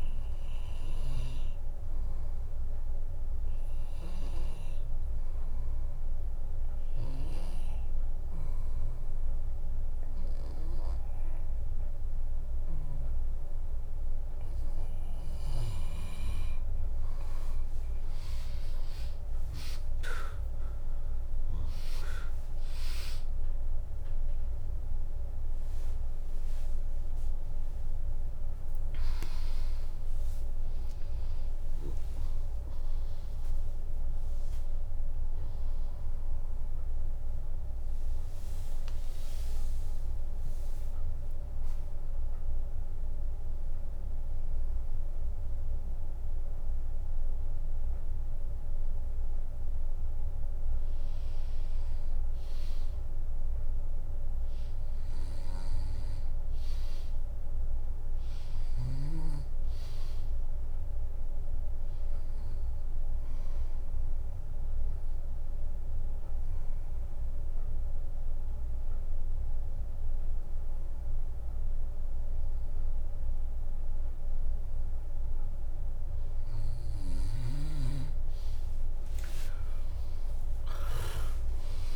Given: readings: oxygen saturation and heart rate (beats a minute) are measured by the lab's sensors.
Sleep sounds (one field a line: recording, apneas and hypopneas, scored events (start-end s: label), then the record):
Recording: breathing in sleep by a room microphone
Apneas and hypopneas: 3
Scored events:
2.00-14.00 s: hypopnea (oxygen 100% before, 95% lowest, heart rate 72 before, 62 extreme, up 3 after)
16.00-20.50 s: arousal
19.50-40.50 s: oxygen desaturation (device-marked, oxygen 98% before, 95% lowest, heart rate 63 before, 57 extreme)
20.50-32.50 s: drop in pulse transit time (device-marked, heart rate 63 before, 64 extreme)
33.50-37.00 s: arousal
40.50-51.00 s: obstructive apnea (oxygen 98% before, 95% lowest, heart rate 81 before, 57 extreme)
50.50-56.50 s: bradycardia (device-marked, heart rate 75 before, 57 extreme)
53.00-57.00 s: arousal
58.50-71.50 s: oxygen desaturation (device-marked, oxygen 99% before, 96% lowest, heart rate 72 before, 57 extreme)
65.00-75.50 s: obstructive apnea (oxygen 100% before, 95% lowest, heart rate 66 before, 57 extreme, up 3 after)
66.50-71.50 s: drop in pulse transit time (device-marked, heart rate 65 before, 66 extreme)
75.50-78.50 s: bradycardia (device-marked, heart rate 75 before, 63 extreme)
78.00-81.96 s: arousal
From the record:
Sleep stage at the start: N2 (light sleep)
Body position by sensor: on the back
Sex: female